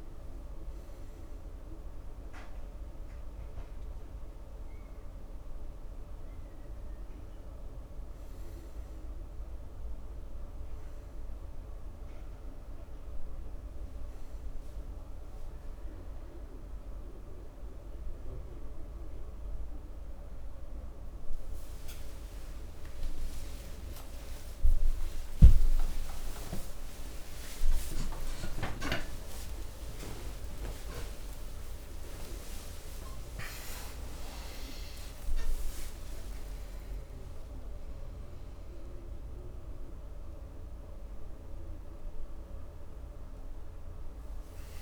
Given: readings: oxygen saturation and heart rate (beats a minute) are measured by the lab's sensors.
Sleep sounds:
a person awake in a sleep study, by a room microphone; none
12.50-42.50 s: new sleep stage, awake
42.50-44.82 s: new sleep stage, N1 (lightest sleep)
From the record:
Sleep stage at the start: N2 (light sleep); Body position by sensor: on the front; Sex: male

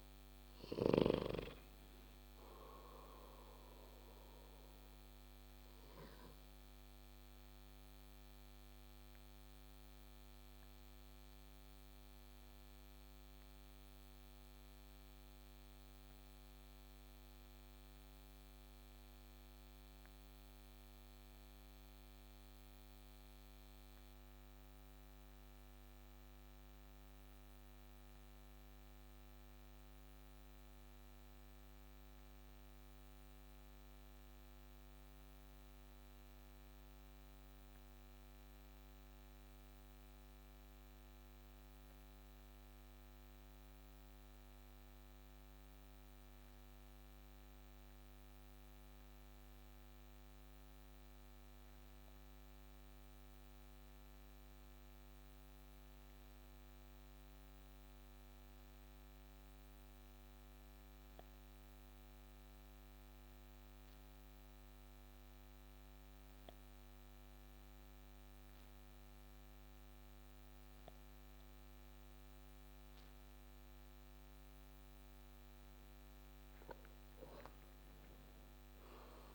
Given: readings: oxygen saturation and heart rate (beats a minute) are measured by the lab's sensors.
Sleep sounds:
breathing in sleep, hard to hear, by a microphone on the trachea; 1
5.00-74.00 s: obstructive apnea (oxygen 97% before, 89% lowest)
65.50-79.35 s: oxygen desaturation (device-marked, oxygen 96% before, 90% lowest)
76.50-79.35 s: arousal
From the record:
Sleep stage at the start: N2 (light sleep); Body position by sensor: on the back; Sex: male

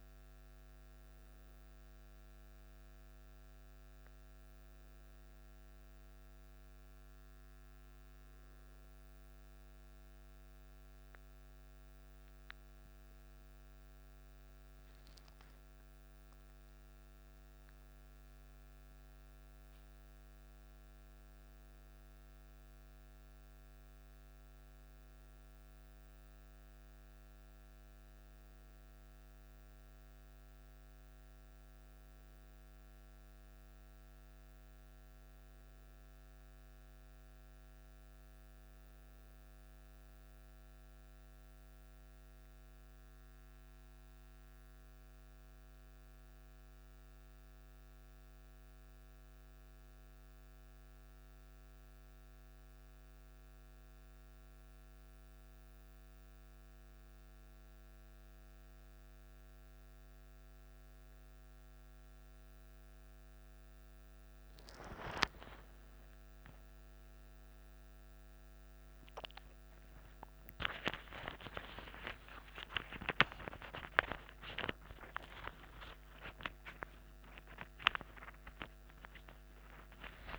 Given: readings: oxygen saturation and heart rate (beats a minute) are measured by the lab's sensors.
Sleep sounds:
breathing in sleep by a microphone on the trachea; none
13.00-18.00 s: arousal
63.50-80.39 s: new sleep stage, awake
From the record:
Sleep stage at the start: N1 (lightest sleep); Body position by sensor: on the back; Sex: male

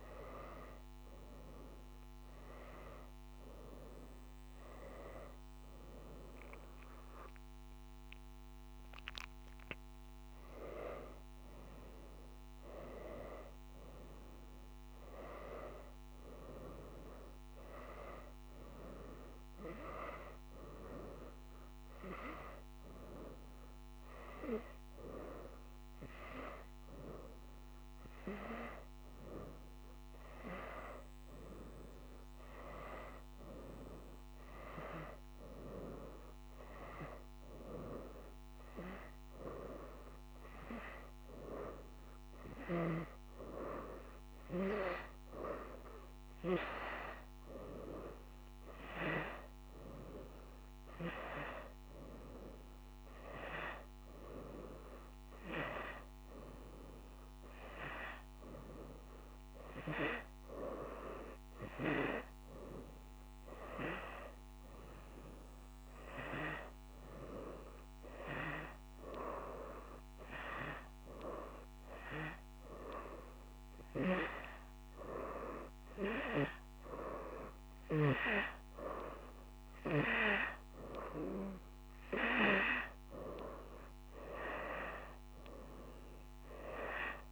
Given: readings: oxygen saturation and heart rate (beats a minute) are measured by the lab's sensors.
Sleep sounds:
breathing in sleep by a microphone on the trachea; none
8.00-11.00 s: arousal
From the record:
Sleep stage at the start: N1 (lightest sleep); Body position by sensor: on the right side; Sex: female

